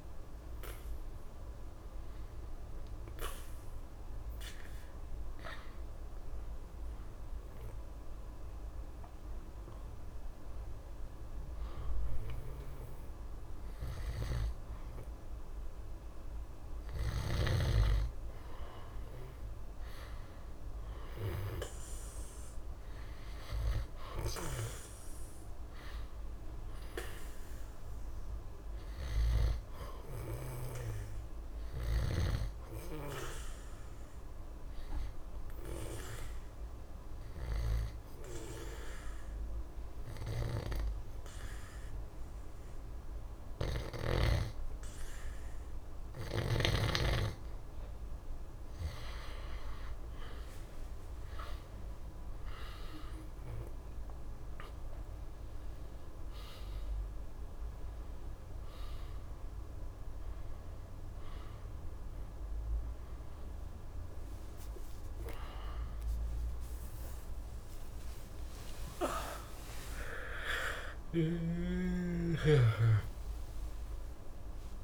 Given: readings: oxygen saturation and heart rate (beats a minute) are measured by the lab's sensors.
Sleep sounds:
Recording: a person partly awake in a sleep study, by a room microphone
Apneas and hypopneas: 2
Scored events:
0.00-6.00 s: oxygen desaturation (device-marked, oxygen 91% lowest, heart rate 63 extreme)
0.50-19.00 s: hypopnea (oxygen 97% before, 87% lowest, heart rate 64 before, 63 extreme, up 1 after)
20.00-23.00 s: arousal
20.00-40.00 s: oxygen desaturation (device-marked, oxygen 96% before, 92% lowest, heart rate 64 before, 63 extreme)
24.00-30.50 s: snoring (device-marked)
33.50-48.00 s: obstructive apnea (oxygen 96% before, 87% lowest, heart rate 64 before, 63 extreme, up 29 after)
53.00-74.84 s: oxygen desaturation (device-marked, oxygen 94% before, 87% lowest, heart rate 67 before, 63 extreme)
56.00-74.84 s: new sleep stage, awake
From the record:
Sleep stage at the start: N2 (light sleep)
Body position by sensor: on the back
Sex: male

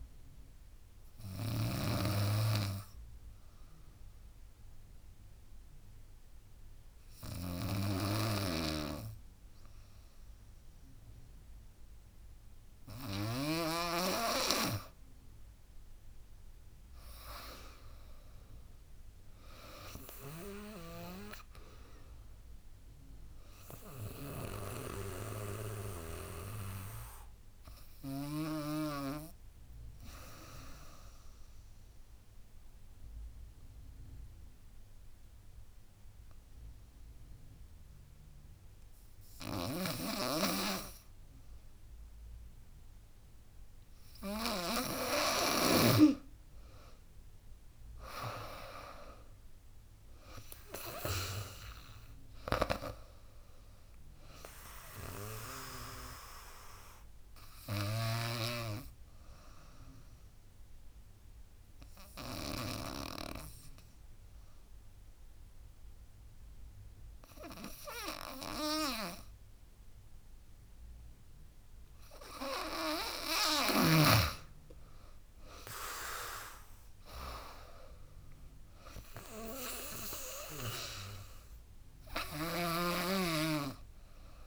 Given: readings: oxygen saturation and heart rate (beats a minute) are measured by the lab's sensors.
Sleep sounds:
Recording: breathing in sleep by a room microphone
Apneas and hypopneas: 3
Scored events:
0.00-13.50 s: snoring (device-marked)
3.00-15.00 s: obstructive apnea (oxygen 99% before, 92% lowest, heart rate 80 before, 70 extreme, up 12 after)
17.00-20.00 s: arousal
18.00-29.00 s: drop in pulse transit time (device-marked, heart rate 77 before, 76 extreme)
20.00-28.50 s: snoring (device-marked)
20.00-37.00 s: oxygen desaturation (device-marked, oxygen 98% before, 92% lowest, heart rate 78 before, 70 extreme)
25.50-45.00 s: obstructive apnea (oxygen 99% before, 92% lowest, heart rate 80 before, 70 extreme, up 19 after)
39.50-51.00 s: snoring (device-marked)
46.50-50.50 s: arousal
47.00-60.00 s: drop in pulse transit time (device-marked, heart rate 75 before, 82 extreme)
48.00-68.00 s: oxygen desaturation (device-marked, oxygen 98% before, 92% lowest, heart rate 75 before, 70 extreme)
57.50-62.50 s: snoring (device-marked)
58.00-73.50 s: obstructive apnea (oxygen 98% before, 89% lowest, heart rate 82 before, 70 extreme, up 17 after)
75.00-78.50 s: arousal
75.00-84.47 s: drop in pulse transit time (device-marked, heart rate 78 before, 82 extreme)
79.00-84.47 s: oxygen desaturation (device-marked, oxygen 98% before, 92% lowest, heart rate 78 before, 71 extreme)
82.00-84.47 s: snoring (device-marked)
From the record:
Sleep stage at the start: N2 (light sleep)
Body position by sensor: on the back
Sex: female

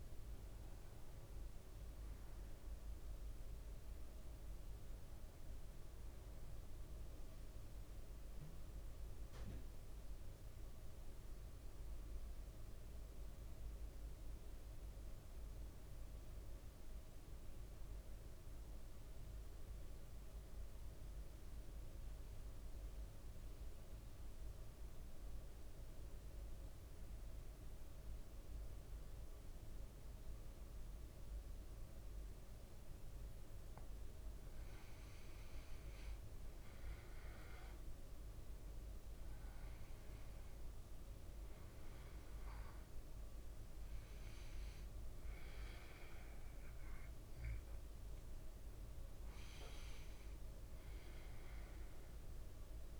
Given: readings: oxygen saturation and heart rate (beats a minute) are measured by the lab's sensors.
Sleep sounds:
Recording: breathing in sleep, hard to hear, by a room microphone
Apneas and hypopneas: 1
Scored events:
0.00-9.50 s: oxygen desaturation (device-marked, oxygen 95% lowest, heart rate 54 extreme)
7.50-34.00 s: mixed apnea (oxygen 99% before, 93% lowest, heart rate 57 before, 55 extreme, up 4 after)
35.50-53.00 s: oxygen desaturation (device-marked, oxygen 99% before, 93% lowest, heart rate 55 before, 55 extreme)
36.00-39.00 s: arousal
From the record:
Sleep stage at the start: N2 (light sleep)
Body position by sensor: on the back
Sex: male

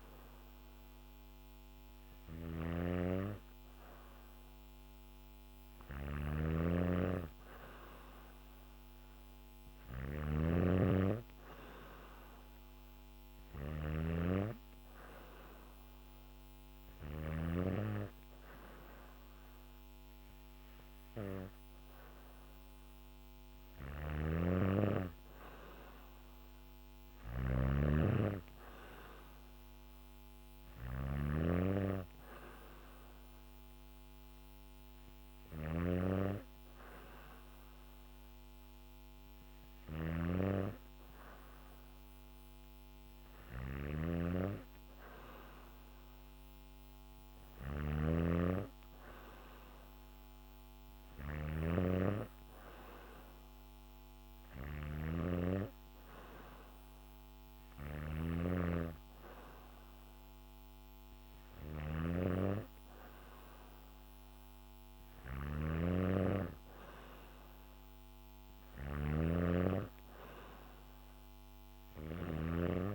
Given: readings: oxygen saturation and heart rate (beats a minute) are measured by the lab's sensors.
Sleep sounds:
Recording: breathing in sleep by a microphone on the trachea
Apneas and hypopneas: none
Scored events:
1.50-16.50 s: snoring (device-marked)
23.00-72.95 s: snoring (device-marked)
From the record:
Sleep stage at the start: N2 (light sleep)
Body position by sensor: on the back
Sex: female

